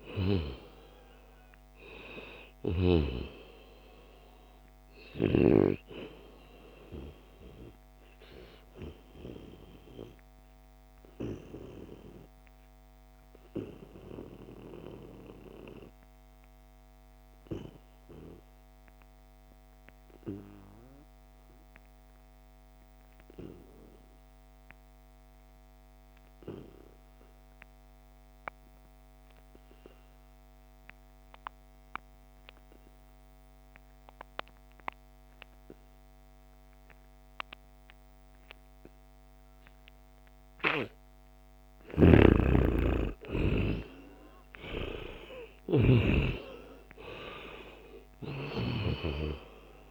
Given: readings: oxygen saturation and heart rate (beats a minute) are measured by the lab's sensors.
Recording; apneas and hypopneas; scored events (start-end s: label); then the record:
breathing in sleep by a microphone on the trachea; 1
0.00-16.00 s: oxygen desaturation (device-marked, oxygen 89% lowest, heart rate 68 extreme)
7.00-41.00 s: obstructive apnea (oxygen 97% before, 86% lowest, heart rate 78 before, 67 extreme, up 7 after)
17.50-19.50 s: long interval between heartbeats (device-marked, heart rate 80 before, 83 extreme)
36.00-49.91 s: oxygen desaturation (device-marked, oxygen 97% before, 86% lowest, heart rate 75 before, 67 extreme)
41.50-46.00 s: snoring (device-marked)
43.00-47.00 s: arousal
From the record:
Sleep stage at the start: N2 (light sleep); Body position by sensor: on the back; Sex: male